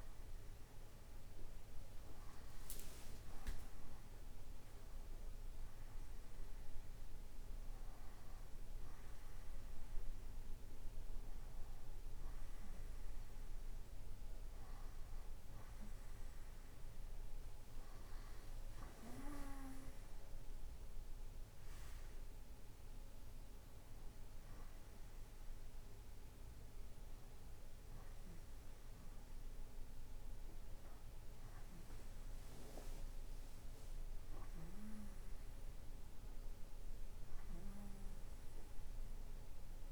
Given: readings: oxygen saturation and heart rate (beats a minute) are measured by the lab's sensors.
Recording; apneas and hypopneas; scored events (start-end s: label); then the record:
breathing in sleep, hard to hear, by a room microphone; none
none scored
From the record:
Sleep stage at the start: N2 (light sleep); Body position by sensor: on the right side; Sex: male